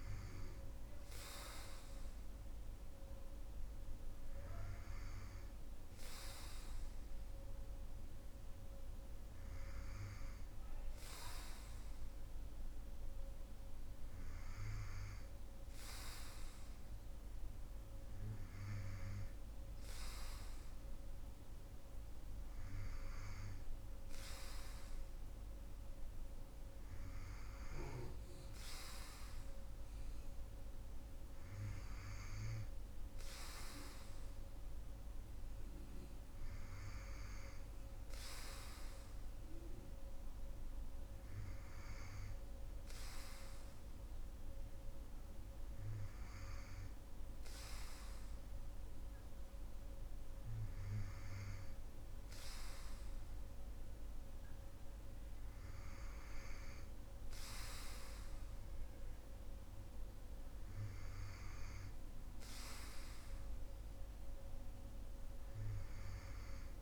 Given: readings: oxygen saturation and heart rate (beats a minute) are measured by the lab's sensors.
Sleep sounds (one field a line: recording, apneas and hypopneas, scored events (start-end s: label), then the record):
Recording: breathing in sleep by a room microphone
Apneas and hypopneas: none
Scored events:
none scored
From the record:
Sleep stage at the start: N2 (light sleep)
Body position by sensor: on the right side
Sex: female